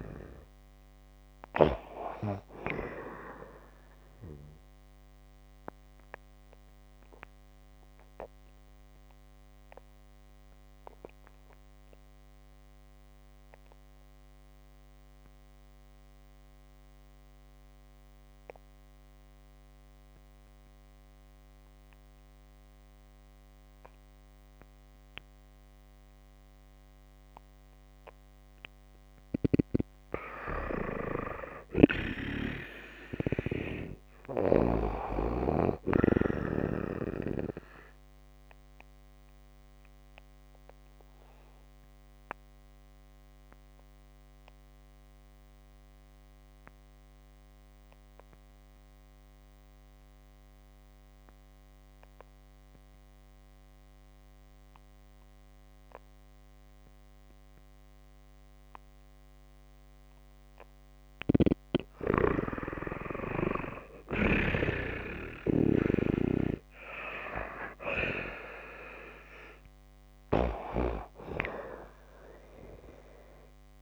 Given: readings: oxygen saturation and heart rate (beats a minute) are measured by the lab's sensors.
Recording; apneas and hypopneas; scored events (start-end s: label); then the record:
breathing in sleep by a microphone on the trachea; 2
0.00-6.50 s: oxygen desaturation (device-marked, oxygen 88% lowest)
4.50-27.50 s: obstructive apnea (oxygen 94% before, 89% lowest)
30.00-33.50 s: arousal
34.50-40.50 s: oxygen desaturation (device-marked, oxygen 94% before, 89% lowest)
37.50-60.00 s: obstructive apnea (oxygen 94% before, 87% lowest)
62.50-71.50 s: oxygen desaturation (device-marked, oxygen 95% before, 89% lowest)
63.00-67.00 s: arousal
64.00-73.82 s: snoring (device-marked)
From the record:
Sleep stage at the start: N2 (light sleep); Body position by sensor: on the back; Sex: female